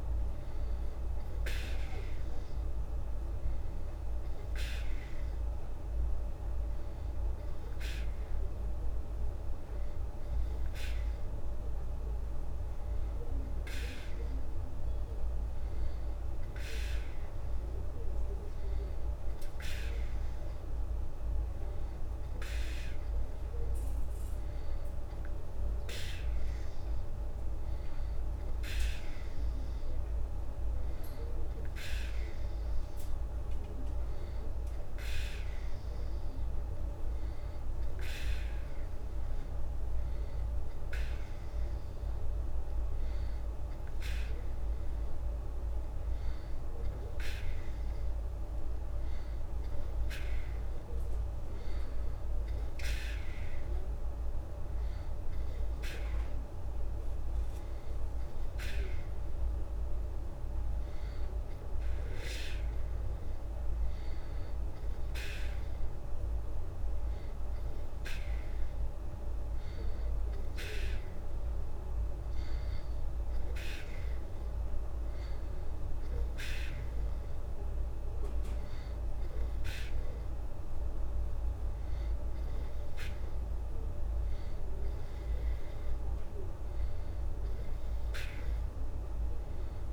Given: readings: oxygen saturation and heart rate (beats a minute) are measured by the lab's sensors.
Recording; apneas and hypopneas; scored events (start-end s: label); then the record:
breathing in sleep, hard to hear, by a room microphone; none
none scored
From the record:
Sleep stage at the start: N2 (light sleep); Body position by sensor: on the back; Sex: female